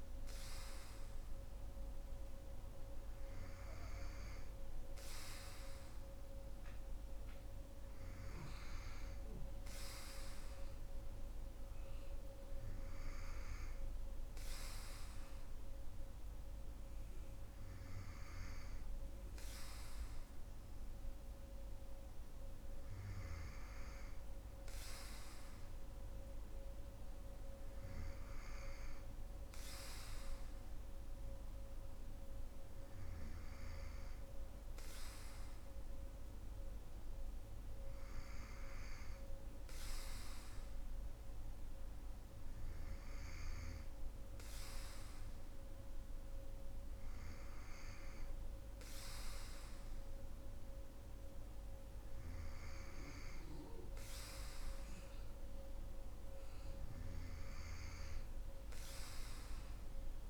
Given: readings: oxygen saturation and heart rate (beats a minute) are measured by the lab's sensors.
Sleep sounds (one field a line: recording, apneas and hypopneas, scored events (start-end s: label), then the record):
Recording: breathing in sleep, hard to hear, by a room microphone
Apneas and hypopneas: none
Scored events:
none scored
From the record:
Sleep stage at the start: N2 (light sleep)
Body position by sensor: on the right side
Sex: female